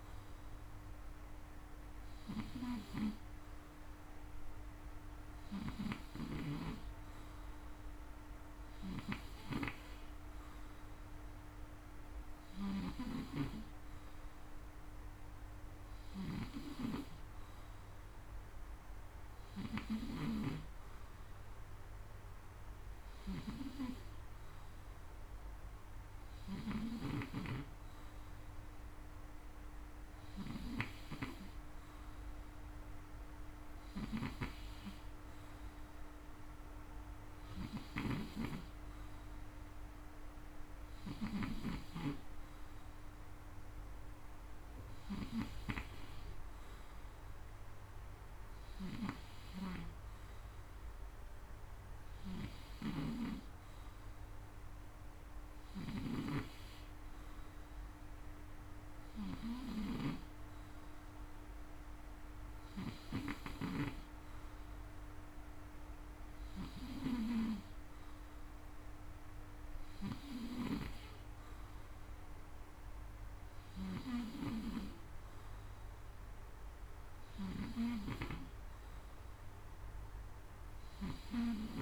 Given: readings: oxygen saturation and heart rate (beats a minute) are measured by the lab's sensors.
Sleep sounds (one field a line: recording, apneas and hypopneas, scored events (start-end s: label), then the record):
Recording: breathing in sleep by a room microphone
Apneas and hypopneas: none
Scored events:
8.00-26.50 s: snoring (device-marked)
33.50-41.00 s: snoring (device-marked)
48.00-81.00 s: snoring (device-marked)
From the record:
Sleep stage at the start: N2 (light sleep)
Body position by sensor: on the front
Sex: male